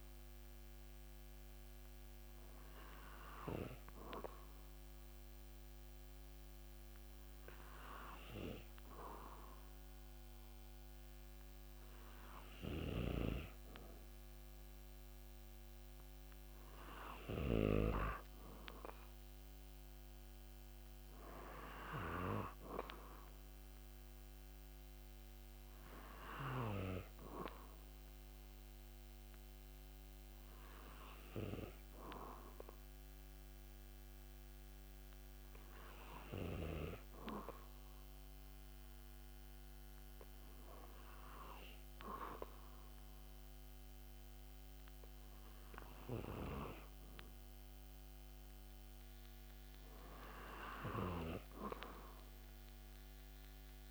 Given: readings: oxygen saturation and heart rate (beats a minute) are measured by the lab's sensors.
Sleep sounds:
breathing in sleep by a microphone on the trachea; none
none scored
From the record:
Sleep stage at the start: N2 (light sleep); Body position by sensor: on the back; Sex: male

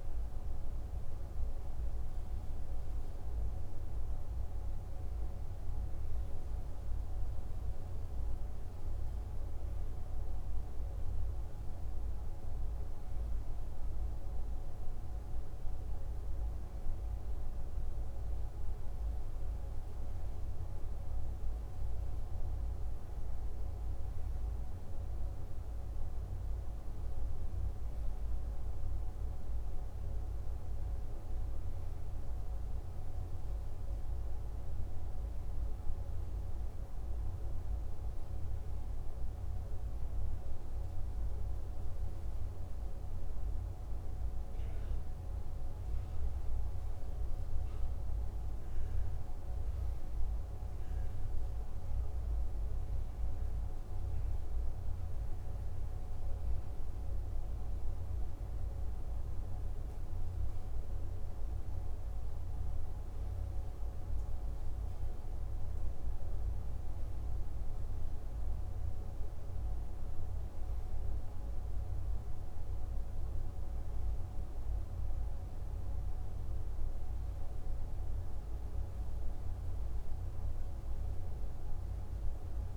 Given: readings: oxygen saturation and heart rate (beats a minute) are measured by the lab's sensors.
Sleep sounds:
breathing in sleep, hard to hear, by a room microphone; none
none scored
From the record:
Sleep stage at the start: N2 (light sleep); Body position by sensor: on the back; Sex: male

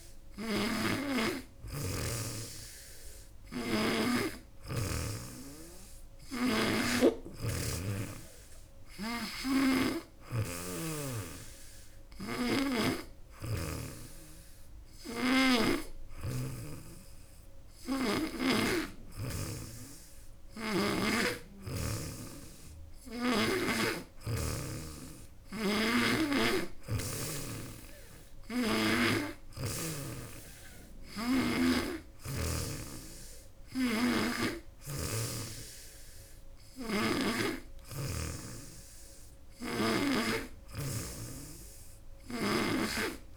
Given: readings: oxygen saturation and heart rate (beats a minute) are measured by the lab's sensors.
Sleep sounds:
breathing in sleep by a room microphone; none
0.00-18.50 s: snoring (device-marked)
28.00-31.50 s: snoring (device-marked)
33.50-37.00 s: snoring (device-marked)
39.00-42.50 s: snoring (device-marked)
From the record:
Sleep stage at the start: N2 (light sleep); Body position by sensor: on the back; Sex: female

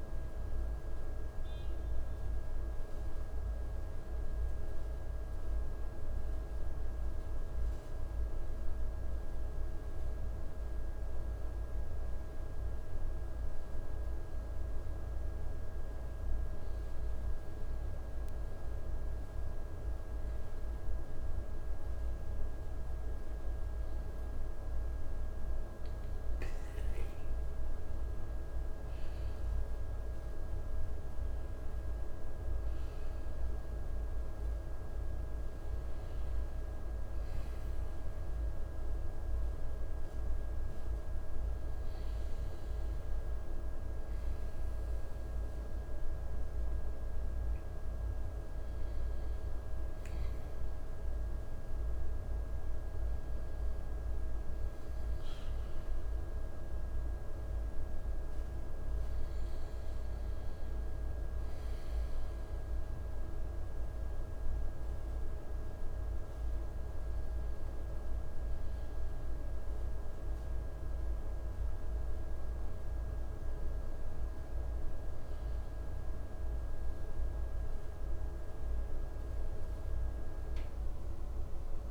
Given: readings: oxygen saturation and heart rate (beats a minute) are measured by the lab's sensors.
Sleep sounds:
breathing in sleep, hard to hear, by a room microphone; none
0.00-8.00 s: oxygen desaturation (device-marked, oxygen 94% lowest, heart rate 60 extreme)
From the record:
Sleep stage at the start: N1 (lightest sleep); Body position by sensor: on the back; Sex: male

